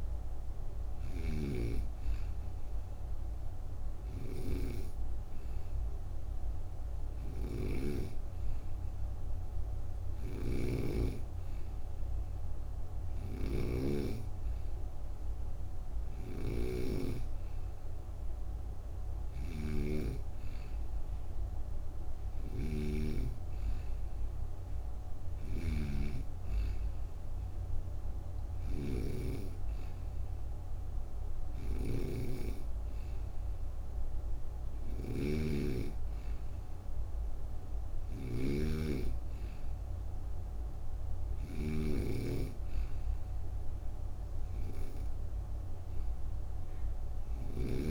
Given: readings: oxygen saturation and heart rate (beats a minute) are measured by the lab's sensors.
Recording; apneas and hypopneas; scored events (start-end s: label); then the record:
breathing in sleep by a room microphone; none
0.00-1.00 s: oxygen desaturation (device-marked, oxygen 91% lowest)
0.00-1.00 s: snoring (device-marked)
7.00-47.50 s: snoring (device-marked)
From the record:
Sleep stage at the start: N2 (light sleep); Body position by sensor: on the right side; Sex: female